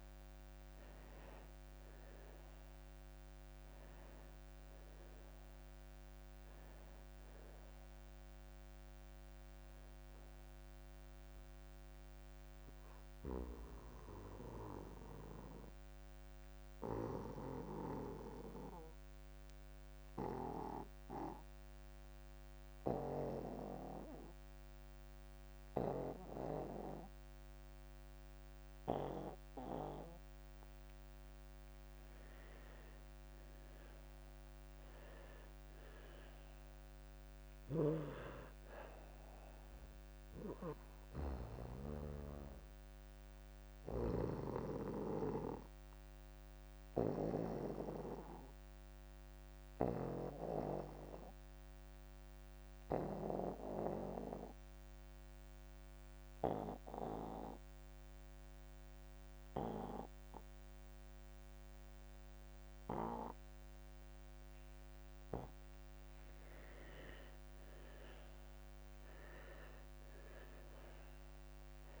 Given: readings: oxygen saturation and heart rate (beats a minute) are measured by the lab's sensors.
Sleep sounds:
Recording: breathing in sleep by a microphone on the trachea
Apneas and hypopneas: 2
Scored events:
0.00-23.00 s: oxygen desaturation (device-marked, oxygen 81% lowest)
12.00-31.00 s: obstructive apnea (oxygen 95% before, 81% lowest)
33.00-36.50 s: arousal
44.00-66.50 s: obstructive apnea (oxygen 99% before, 87% lowest)
48.00-58.00 s: oxygen desaturation (device-marked, oxygen 97% before, 92% lowest)
66.00-72.00 s: oxygen desaturation (device-marked, oxygen 97% before, 87% lowest)
68.50-71.00 s: arousal
From the record:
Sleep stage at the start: N2 (light sleep)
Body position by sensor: on the back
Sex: male

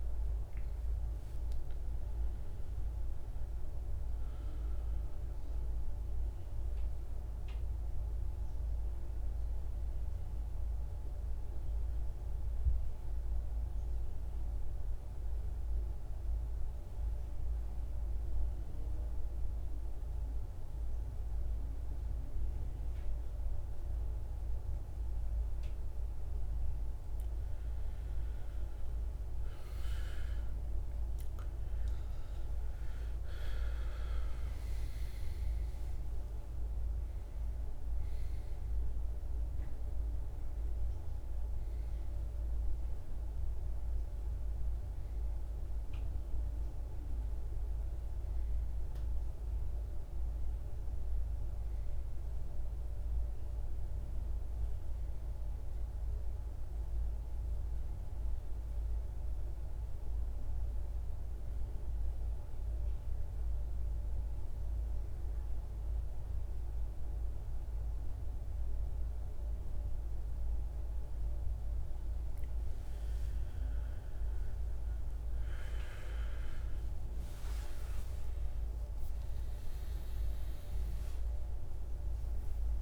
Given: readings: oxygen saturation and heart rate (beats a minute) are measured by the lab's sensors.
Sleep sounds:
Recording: breathing in sleep, hard to hear, by a room microphone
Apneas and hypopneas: 2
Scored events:
12.00-26.00 s: central apnea (oxygen 98% before, 88% lowest, heart rate 64 before, 59 extreme, up 11 after)
28.50-33.50 s: arousal
32.00-51.00 s: oxygen desaturation (device-marked, oxygen 97% before, 88% lowest, heart rate 61 before, 59 extreme)
56.50-71.50 s: central apnea (oxygen 99% before, 87% lowest, heart rate 64 before, 59 extreme, up 29 after)
73.00-77.50 s: arousal
73.00-82.82 s: oxygen desaturation (device-marked, oxygen 99% before, 87% lowest, heart rate 60 before, 56 extreme)
From the record:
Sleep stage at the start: N1 (lightest sleep)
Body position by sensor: on the back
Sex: male

